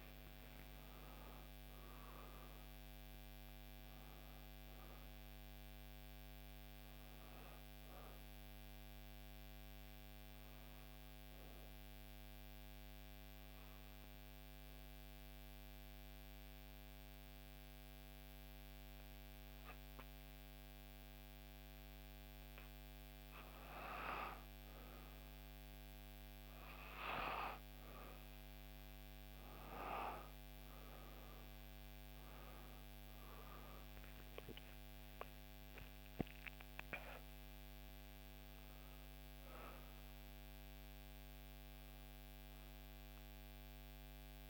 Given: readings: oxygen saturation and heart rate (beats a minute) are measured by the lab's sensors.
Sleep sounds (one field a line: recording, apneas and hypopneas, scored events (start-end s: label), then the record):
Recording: breathing in sleep by a microphone on the trachea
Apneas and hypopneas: 1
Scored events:
0.00-1.50 s: long interval between heartbeats (device-marked, heart rate 71 extreme)
0.00-10.50 s: oxygen desaturation (device-marked, oxygen 93% lowest, heart rate 58 extreme)
8.50-22.50 s: obstructive apnea (oxygen 97% before, 89% lowest, heart rate 66 before, 58 extreme, up 6 after)
25.00-30.50 s: arousal
29.50-44.50 s: oxygen desaturation (device-marked, oxygen 97% before, 92% lowest, heart rate 60 before, 58 extreme)
From the record:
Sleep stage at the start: N2 (light sleep)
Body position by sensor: on the back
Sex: female